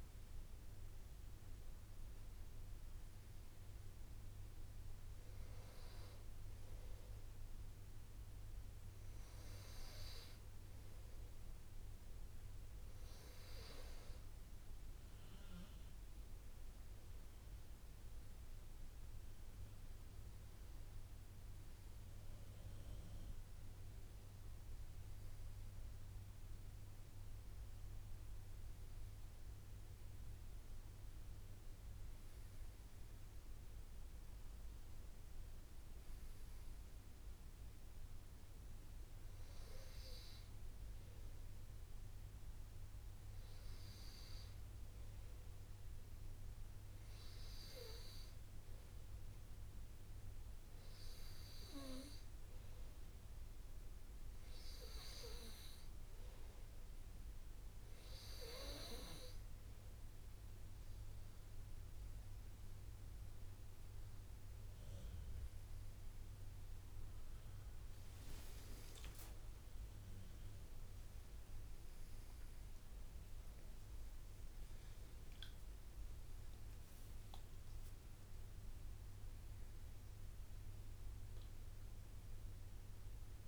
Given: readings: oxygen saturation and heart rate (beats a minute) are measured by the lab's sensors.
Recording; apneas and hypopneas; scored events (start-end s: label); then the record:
a person partly awake in a sleep study, hard to hear, by a room microphone; none
52.50-83.48 s: new sleep stage, awake
From the record:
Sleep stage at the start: N2 (light sleep); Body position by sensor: on the right side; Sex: male